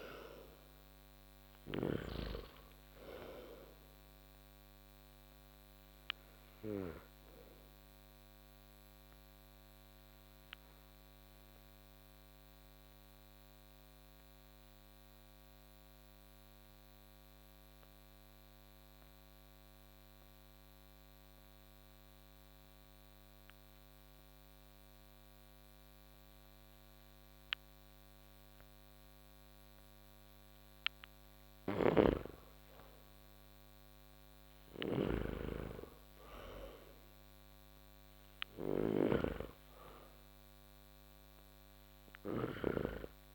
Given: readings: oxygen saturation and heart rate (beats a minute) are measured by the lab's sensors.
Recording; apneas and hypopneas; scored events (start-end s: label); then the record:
breathing in sleep by a microphone on the trachea; 1
0.00-1.50 s: snoring (device-marked)
0.00-25.00 s: oxygen desaturation (device-marked, oxygen 85% lowest)
9.00-30.00 s: obstructive apnea (oxygen 98% before, 85% lowest)
31.00-42.50 s: snoring (device-marked)
32.50-36.50 s: arousal
38.00-43.35 s: oxygen desaturation (device-marked, oxygen 98% before, 85% lowest)
From the record:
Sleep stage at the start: N2 (light sleep); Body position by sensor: on the back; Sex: male